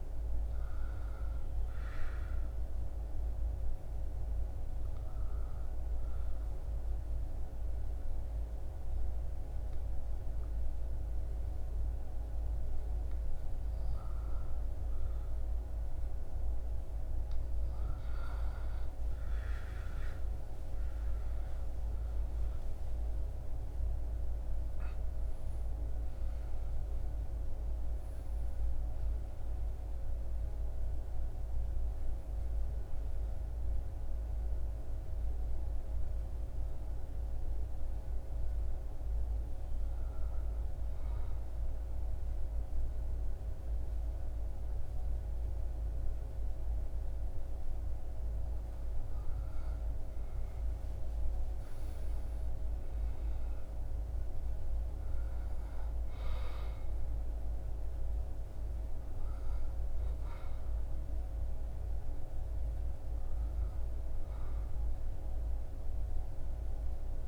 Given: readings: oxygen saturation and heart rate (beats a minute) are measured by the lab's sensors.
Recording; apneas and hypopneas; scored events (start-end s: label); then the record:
breathing in sleep, hard to hear, by a room microphone; 1
2.50-16.00 s: obstructive apnea (oxygen 100% before, 97% lowest, heart rate 78 before, 75 extreme, up 8 after)
19.50-25.00 s: arousal
From the record:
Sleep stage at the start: N2 (light sleep); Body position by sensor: on the back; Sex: male